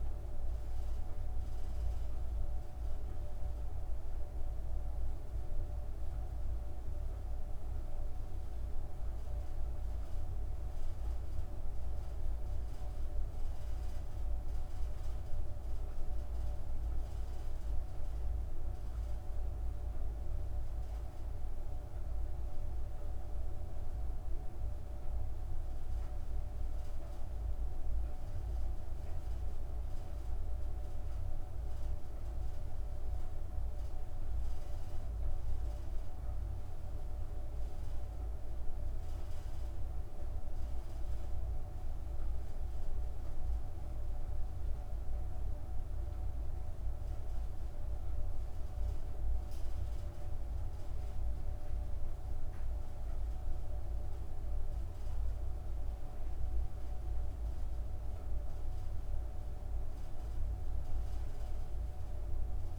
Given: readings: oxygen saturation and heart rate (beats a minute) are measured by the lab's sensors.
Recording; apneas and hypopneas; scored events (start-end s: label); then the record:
breathing in sleep, hard to hear, by a room microphone; none
none scored
From the record:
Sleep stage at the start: N2 (light sleep); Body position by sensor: on the back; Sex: female